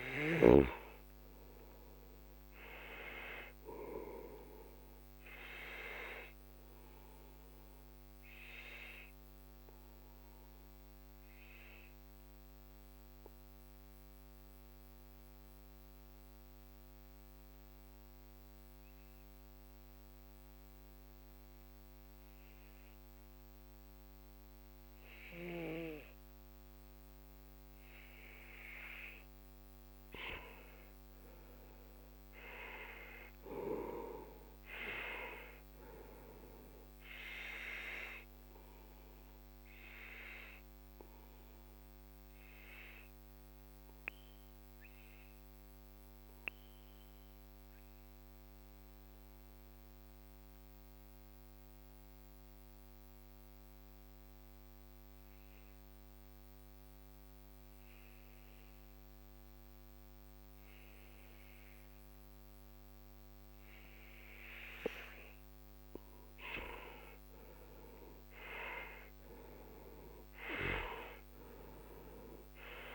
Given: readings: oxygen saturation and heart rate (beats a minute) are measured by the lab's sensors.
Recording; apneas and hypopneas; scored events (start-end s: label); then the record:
breathing in sleep by a microphone on the trachea; 2
0.00-21.50 s: oxygen desaturation (device-marked, oxygen 91% lowest, heart rate 41 extreme)
5.00-29.00 s: obstructive apnea (oxygen 97% before, 91% lowest, heart rate 54 before, 41 extreme, up 10 after)
30.00-34.50 s: arousal
34.50-55.50 s: oxygen desaturation (device-marked, oxygen 97% before, 91% lowest, heart rate 50 before, 43 extreme)
38.00-65.00 s: obstructive apnea (oxygen 97% before, 89% lowest, heart rate 52 before, 43 extreme, up 13 after)
66.50-70.50 s: arousal
From the record:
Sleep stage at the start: N2 (light sleep); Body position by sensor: on the back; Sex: male